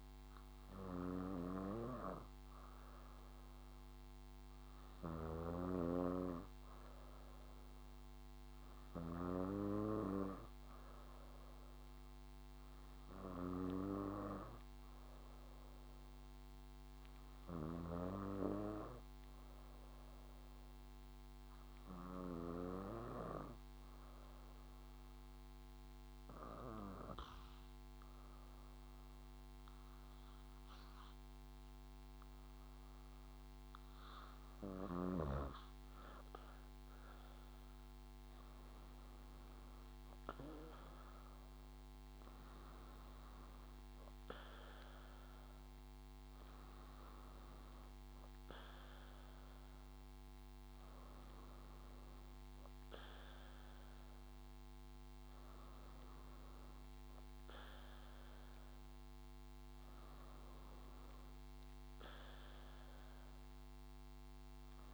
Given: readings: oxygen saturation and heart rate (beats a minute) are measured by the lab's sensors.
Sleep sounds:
breathing in sleep by a microphone on the trachea; 1
5.00-9.50 s: snoring (device-marked)
23.50-36.50 s: obstructive apnea (oxygen 97% before, 94% lowest, heart rate 66 before, 62 extreme, up 7 after)
38.00-41.00 s: arousal
From the record:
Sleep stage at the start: N2 (light sleep); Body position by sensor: on the back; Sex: female

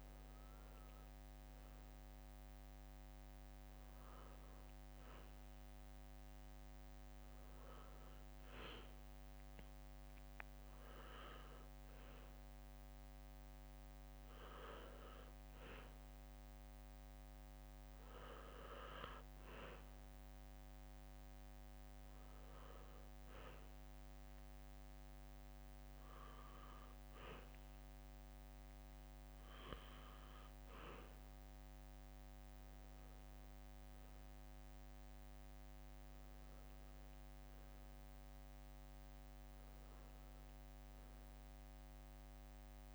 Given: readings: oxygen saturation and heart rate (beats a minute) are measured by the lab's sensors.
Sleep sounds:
breathing in sleep by a microphone on the trachea; none
0.00-4.50 s: oxygen desaturation (device-marked, oxygen 91% lowest, heart rate 67 extreme)
32.50-42.95 s: new sleep stage, awake
From the record:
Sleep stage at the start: N2 (light sleep); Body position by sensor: on the back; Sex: male

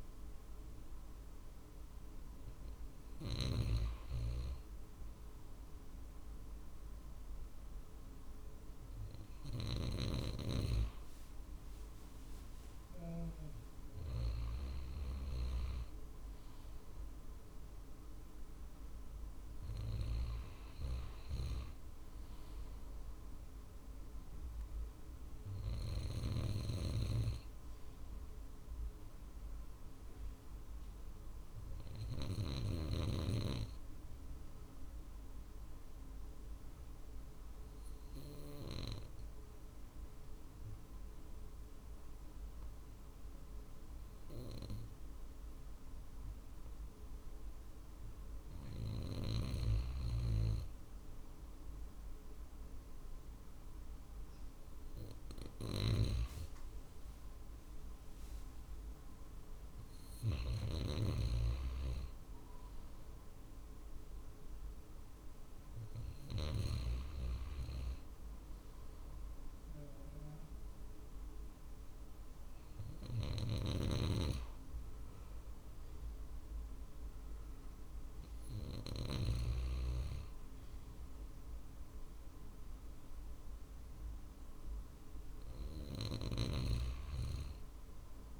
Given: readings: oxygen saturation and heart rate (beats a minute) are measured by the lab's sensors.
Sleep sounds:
breathing in sleep by a room microphone; 1
0.00-3.00 s: snoring (device-marked)
14.50-29.50 s: drop in pulse transit time (device-marked, heart rate 50 before, 50 extreme)
23.50-26.50 s: arousal
25.50-32.00 s: snoring (device-marked)
31.00-48.50 s: obstructive apnea (oxygen 95% before, 93% lowest, heart rate 51 before, 49 extreme, up 2 after)
50.00-53.50 s: arousal
51.50-72.50 s: drop in pulse transit time (device-marked, heart rate 50 before, 49 extreme)
55.00-60.50 s: snoring (device-marked)
72.50-79.00 s: snoring (device-marked)
85.50-88.40 s: snoring (device-marked)
From the record:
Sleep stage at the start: N2 (light sleep); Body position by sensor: on the right side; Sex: male

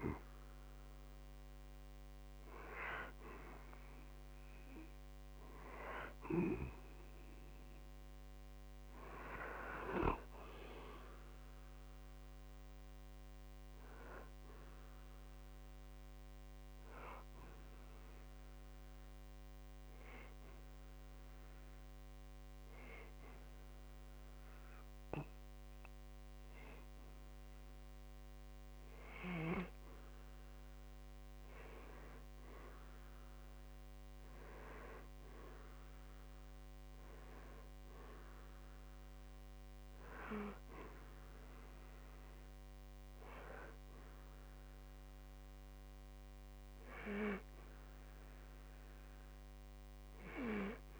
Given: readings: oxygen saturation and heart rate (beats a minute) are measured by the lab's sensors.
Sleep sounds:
breathing in sleep by a microphone on the trachea; 1
6.00-10.50 s: arousal
16.00-28.00 s: hypopnea (oxygen 94% before, 91% lowest, heart rate 62 before, 43 extreme, up 4 after)
32.00-36.00 s: arousal
39.50-51.00 s: oxygen desaturation (device-marked, oxygen 95% before, 91% lowest, heart rate 58 before, 50 extreme)
From the record:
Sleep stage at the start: N2 (light sleep); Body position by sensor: on the back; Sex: male

